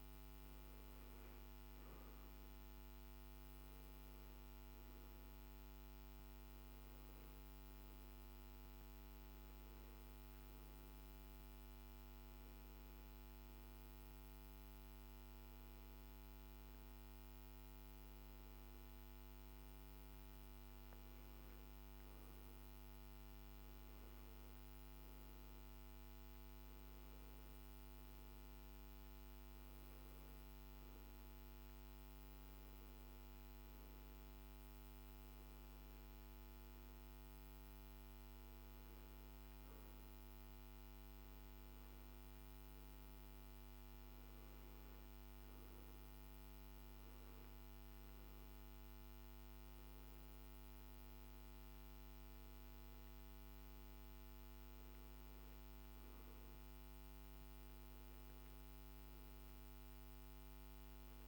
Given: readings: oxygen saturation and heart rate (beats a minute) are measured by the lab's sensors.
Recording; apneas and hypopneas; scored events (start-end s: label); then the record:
breathing in sleep, hard to hear, by a microphone on the trachea; none
none scored
From the record:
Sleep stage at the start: N1 (lightest sleep); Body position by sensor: on the back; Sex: male